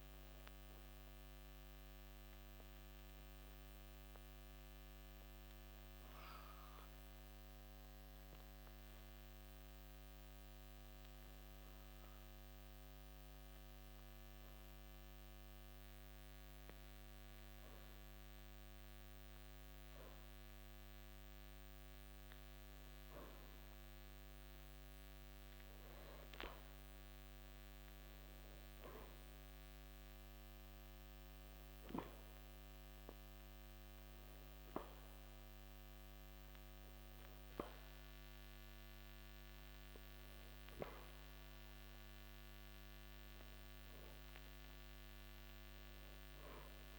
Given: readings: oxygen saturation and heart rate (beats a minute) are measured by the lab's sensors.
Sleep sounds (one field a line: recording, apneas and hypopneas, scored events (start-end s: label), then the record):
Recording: breathing in sleep, hard to hear, by a microphone on the trachea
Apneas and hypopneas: 1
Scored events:
0.00-1.50 s: arousal
0.00-15.50 s: oxygen desaturation (device-marked, oxygen 91% lowest, heart rate 54 extreme)
7.50-22.00 s: hypopnea (oxygen 95% before, 91% lowest, heart rate 60 before, 55 extreme, up 0 after)
26.00-30.00 s: arousal
28.50-46.99 s: oxygen desaturation (device-marked, oxygen 94% before, 91% lowest, heart rate 55 before, 55 extreme)
From the record:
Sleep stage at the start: N2 (light sleep)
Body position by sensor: on the back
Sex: male